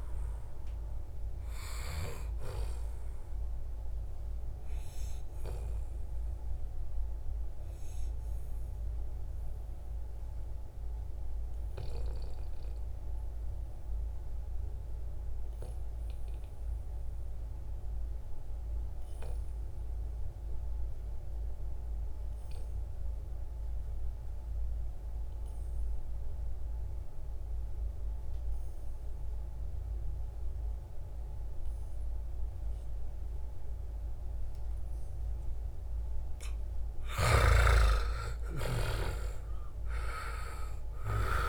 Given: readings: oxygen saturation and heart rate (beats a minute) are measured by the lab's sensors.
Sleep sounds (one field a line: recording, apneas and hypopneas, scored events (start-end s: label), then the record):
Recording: breathing in sleep by a room microphone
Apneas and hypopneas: 1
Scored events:
0.00-18.00 s: oxygen desaturation (device-marked, oxygen 91% lowest, heart rate 70 extreme)
3.00-5.00 s: long interval between heartbeats (device-marked, heart rate 75 before, 89 extreme)
4.00-36.00 s: obstructive apnea (oxygen 97% before, 88% lowest, heart rate 76 before, 70 extreme, up 4 after)
28.00-41.49 s: oxygen desaturation (device-marked, oxygen 97% before, 88% lowest, heart rate 75 before, 70 extreme)
37.50-41.00 s: arousal
From the record:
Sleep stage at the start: N2 (light sleep)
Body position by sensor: on the back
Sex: male